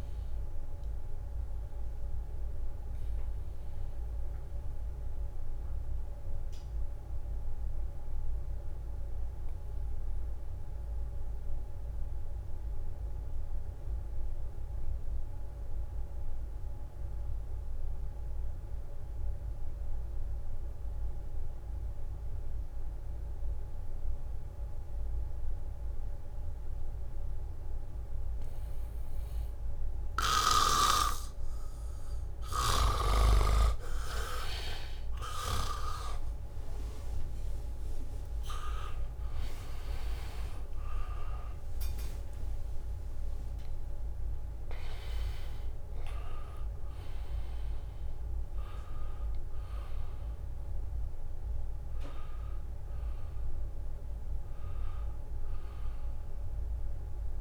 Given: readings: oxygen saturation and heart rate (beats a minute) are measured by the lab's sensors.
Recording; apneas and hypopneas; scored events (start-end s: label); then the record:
breathing in sleep by a room microphone; 1
0.00-18.00 s: oxygen desaturation (device-marked, oxygen 80% lowest, heart rate 63 extreme)
1.00-31.00 s: obstructive apnea (oxygen 99% before, 79% lowest, heart rate 68 before, 63 extreme)
23.00-57.41 s: oxygen desaturation (device-marked, oxygen 99% before, 79% lowest, heart rate 71 before, 63 extreme)
24.50-28.00 s: leg movement (device-marked)
35.00-41.00 s: arousal
40.50-42.50 s: long interval between heartbeats (device-marked, heart rate 66 before, 66 extreme)
From the record:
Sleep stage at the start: N2 (light sleep); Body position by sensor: on the back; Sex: male